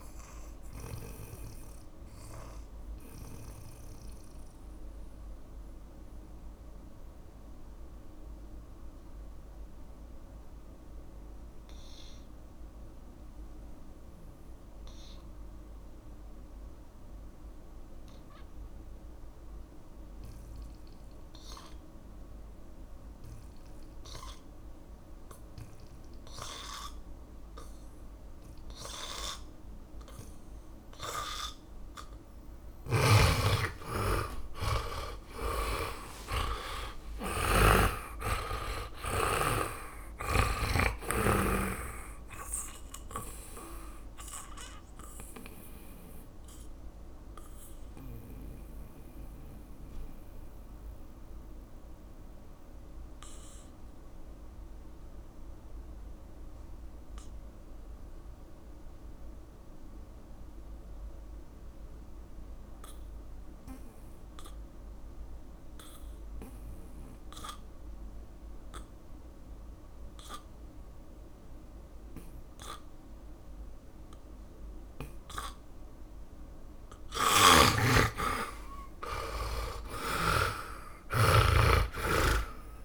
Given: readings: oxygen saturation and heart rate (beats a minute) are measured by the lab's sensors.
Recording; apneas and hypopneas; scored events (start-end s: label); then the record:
breathing in sleep by a room microphone; 2
0.00-23.50 s: oxygen desaturation (device-marked, oxygen 79% lowest, heart rate 50 extreme)
0.50-32.00 s: mixed apnea (oxygen 99% before, 78% lowest, heart rate 59 before, 50 extreme, up 19 after)
33.00-40.00 s: snoring (device-marked)
34.50-41.50 s: oxygen desaturation (device-marked, oxygen 100% before, 89% lowest, heart rate 58 before, 60 extreme)
36.50-41.50 s: arousal
43.50-62.50 s: oxygen desaturation (device-marked, oxygen 92% before, 78% lowest, heart rate 59 before, 51 extreme)
44.50-77.50 s: mixed apnea (oxygen 100% before, 76% lowest, heart rate 60 before, 51 extreme, up 19 after)
74.50-82.85 s: oxygen desaturation (device-marked, oxygen 100% before, 76% lowest, heart rate 60 before, 51 extreme)
77.50-82.85 s: snoring (device-marked)
79.50-82.85 s: arousal
From the record:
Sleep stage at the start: N2 (light sleep); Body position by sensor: on the back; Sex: male